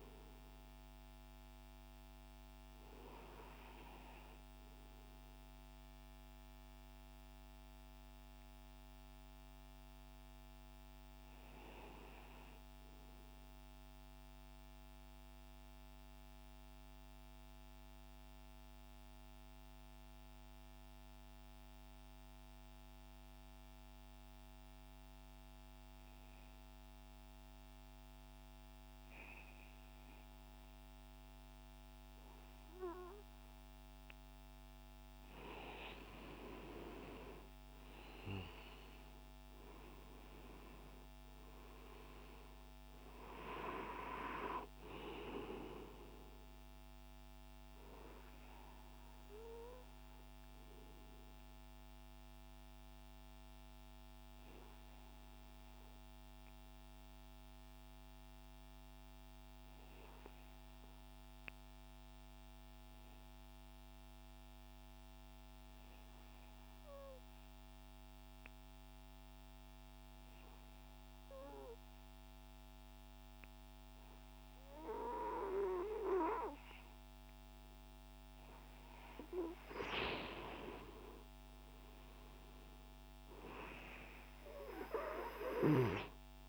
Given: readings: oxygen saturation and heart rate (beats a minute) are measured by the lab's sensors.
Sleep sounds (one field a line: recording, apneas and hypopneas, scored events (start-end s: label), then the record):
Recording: breathing in sleep by a microphone on the trachea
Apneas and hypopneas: 2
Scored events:
0.00-3.00 s: oxygen desaturation (device-marked, oxygen 91% lowest, heart rate 30 extreme)
4.50-35.00 s: obstructive apnea (oxygen 97% before, 92% lowest, heart rate 48 before, 35 extreme, up 53 after)
34.00-60.00 s: oxygen desaturation (device-marked, oxygen 98% before, 93% lowest)
36.50-42.00 s: arousal
48.50-79.50 s: obstructive apnea (oxygen 98% before, 92% lowest)
74.00-86.49 s: oxygen desaturation (device-marked, oxygen 98% before, 92% lowest)
81.00-85.50 s: arousal
From the record:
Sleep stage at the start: N2 (light sleep)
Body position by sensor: on the right side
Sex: male